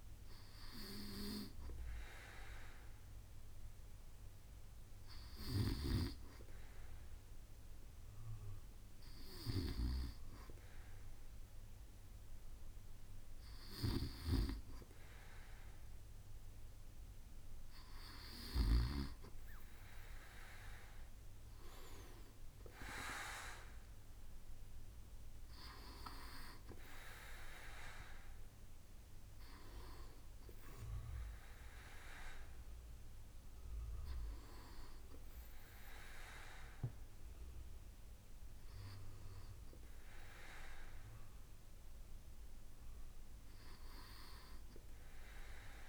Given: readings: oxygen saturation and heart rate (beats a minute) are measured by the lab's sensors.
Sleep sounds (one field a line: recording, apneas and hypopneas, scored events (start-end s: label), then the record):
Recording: breathing in sleep by a room microphone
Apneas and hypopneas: none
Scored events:
none scored
From the record:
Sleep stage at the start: N2 (light sleep)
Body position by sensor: on the back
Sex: male